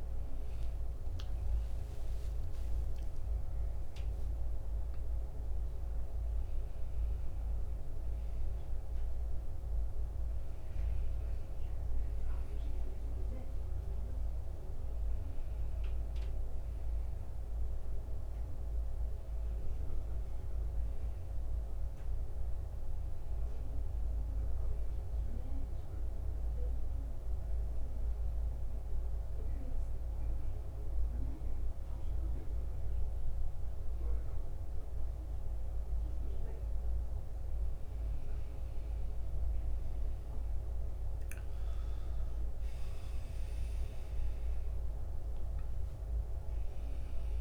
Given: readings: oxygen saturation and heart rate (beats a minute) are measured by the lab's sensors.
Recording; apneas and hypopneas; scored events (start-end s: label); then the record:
breathing in sleep, hard to hear, by a room microphone; 1
1.50-5.00 s: arousal
20.50-23.50 s: arousal
27.50-37.50 s: central apnea (oxygen 94% before, 89% lowest, heart rate 82 before, 64 extreme, up 21 after)
40.00-44.50 s: arousal
45.50-47.41 s: new sleep stage, N1 (lightest sleep)
From the record:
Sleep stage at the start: N2 (light sleep); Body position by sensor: on the back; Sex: male